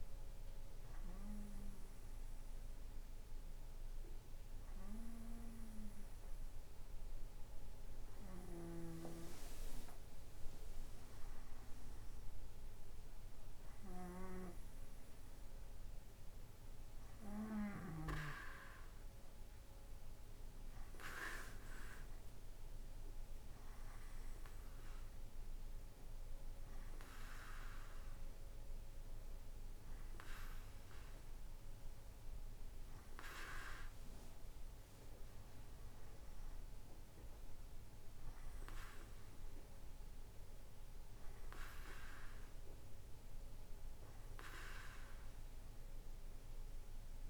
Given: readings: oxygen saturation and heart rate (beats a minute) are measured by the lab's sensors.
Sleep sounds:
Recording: breathing in sleep by a room microphone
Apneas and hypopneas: none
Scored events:
13.50-17.50 s: snoring (device-marked)
From the record:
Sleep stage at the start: N2 (light sleep)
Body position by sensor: on the right side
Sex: male

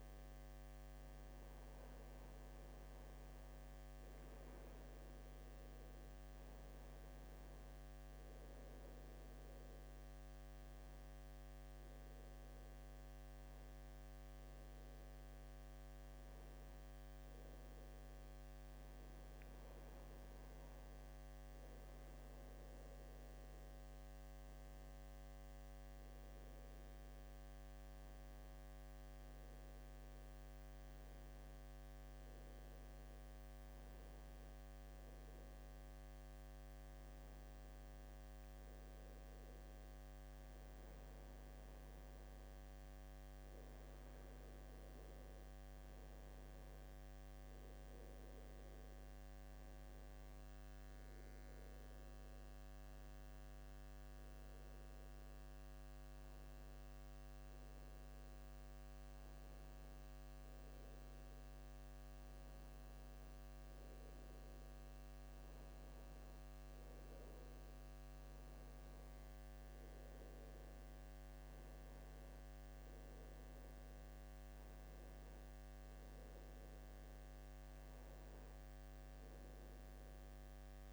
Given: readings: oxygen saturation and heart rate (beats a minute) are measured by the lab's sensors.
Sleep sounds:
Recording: breathing in sleep, hard to hear, by a microphone on the trachea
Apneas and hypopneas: none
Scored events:
45.50-61.50 s: oxygen desaturation (device-marked, oxygen 96% before, 93% lowest, heart rate 78 before, 79 extreme)
From the record:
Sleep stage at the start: N2 (light sleep)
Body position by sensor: on the left side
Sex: male

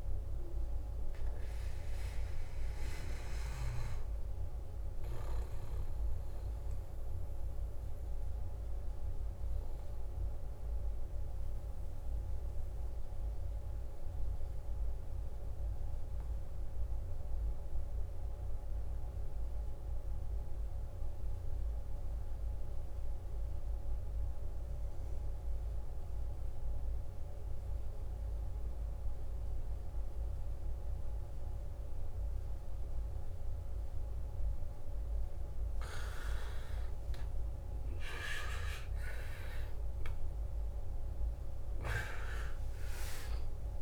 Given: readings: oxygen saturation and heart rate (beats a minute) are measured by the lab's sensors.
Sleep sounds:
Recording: breathing in sleep by a room microphone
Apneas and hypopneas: 1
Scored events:
0.00-2.00 s: oxygen desaturation (device-marked, oxygen 88% lowest, heart rate 52 extreme)
4.00-16.00 s: oxygen desaturation (device-marked, oxygen 92% before, 88% lowest, heart rate 64 before, 55 extreme)
8.50-35.50 s: obstructive apnea (oxygen 94% before, 88% lowest, heart rate 63 before, 55 extreme, up 12 after)
32.00-43.82 s: oxygen desaturation (device-marked, oxygen 97% before, 90% lowest, heart rate 56 before, 51 extreme)
36.50-41.50 s: arousal
From the record:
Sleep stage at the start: N2 (light sleep)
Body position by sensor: on the back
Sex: male

